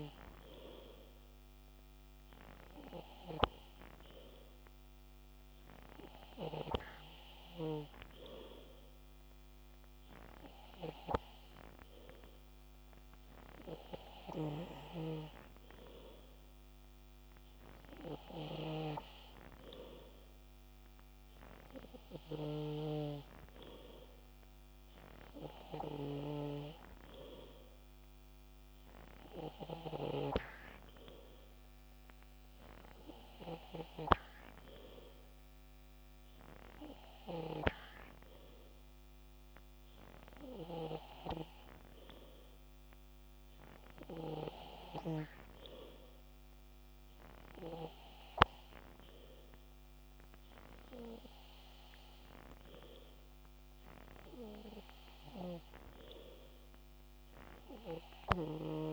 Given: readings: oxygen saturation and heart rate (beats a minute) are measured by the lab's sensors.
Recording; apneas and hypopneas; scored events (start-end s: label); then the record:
breathing in sleep by a microphone on the trachea; none
none scored
From the record:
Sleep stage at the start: N3 (deep sleep); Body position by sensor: on the back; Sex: male